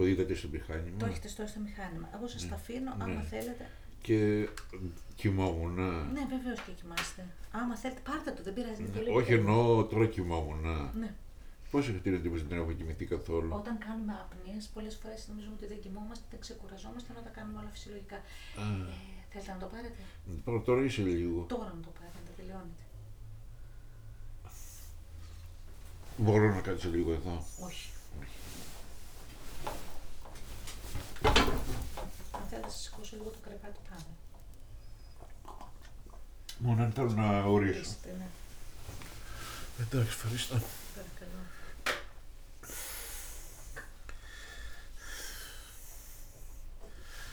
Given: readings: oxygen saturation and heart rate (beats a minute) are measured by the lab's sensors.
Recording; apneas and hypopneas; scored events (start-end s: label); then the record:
a person awake in a sleep study, by a room microphone; none
0.00-12.00 s: snoring (device-marked)
0.00-13.00 s: oxygen desaturation (device-marked, oxygen 86% lowest, heart rate 46 extreme)
20.00-26.50 s: snoring (device-marked)
36.00-40.00 s: snoring (device-marked)
From the record:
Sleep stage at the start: awake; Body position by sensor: on the right side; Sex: male